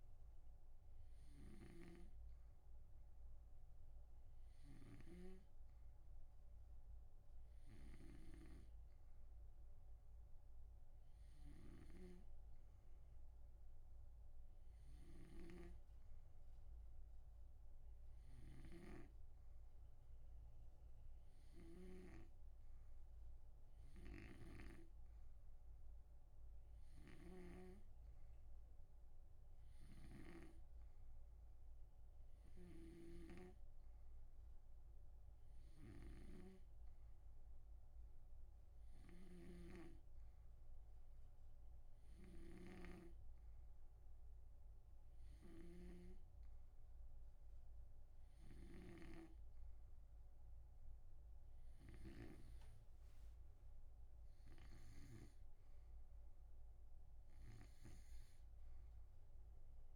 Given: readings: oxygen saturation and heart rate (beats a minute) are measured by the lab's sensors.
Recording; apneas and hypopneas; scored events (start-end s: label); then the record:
breathing in sleep by a room microphone; none
0.00-22.50 s: snoring (device-marked)
24.50-28.00 s: snoring (device-marked)
30.00-59.96 s: snoring (device-marked)
From the record:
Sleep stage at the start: N2 (light sleep); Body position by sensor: on the right side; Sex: male